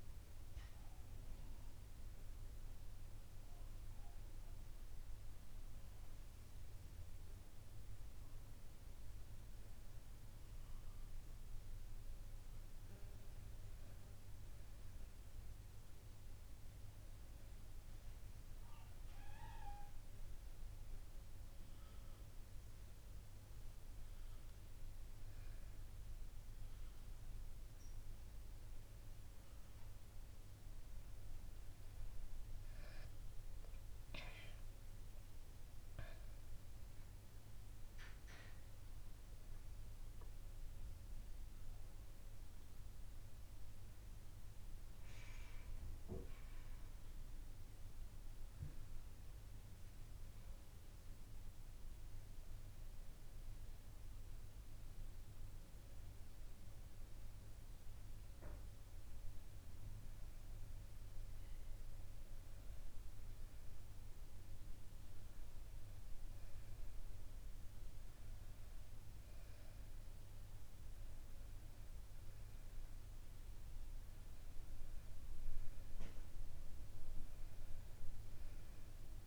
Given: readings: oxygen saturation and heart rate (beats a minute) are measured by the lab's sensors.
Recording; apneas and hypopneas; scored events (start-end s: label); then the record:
breathing in sleep, hard to hear, by a room microphone; 2
2.00-15.00 s: hypopnea (oxygen 99% before, 95% lowest, heart rate 71 before, 69 extreme, up 0 after)
19.00-23.00 s: arousal
35.50-50.00 s: hypopnea (oxygen 100% before, 94% lowest, heart rate 70 before, 69 extreme, up 2 after)
56.00-60.00 s: arousal
From the record:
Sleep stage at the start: N1 (lightest sleep); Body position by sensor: on the back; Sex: female